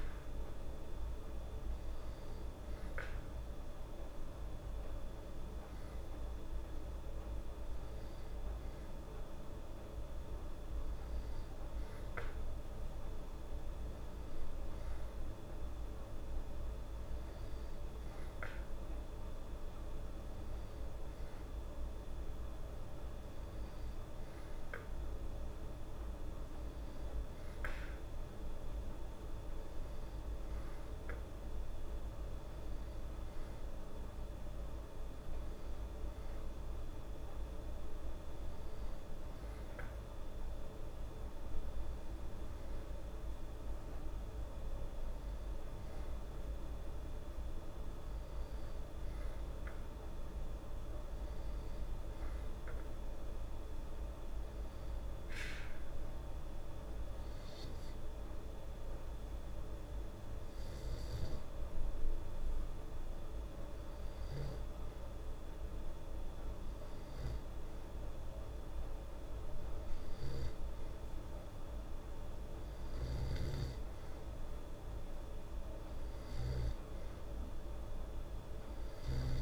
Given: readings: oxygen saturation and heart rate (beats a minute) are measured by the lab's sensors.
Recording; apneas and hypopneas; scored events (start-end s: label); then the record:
breathing in sleep, hard to hear, by a room microphone; none
none scored
From the record:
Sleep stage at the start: N2 (light sleep); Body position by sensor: on the back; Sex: female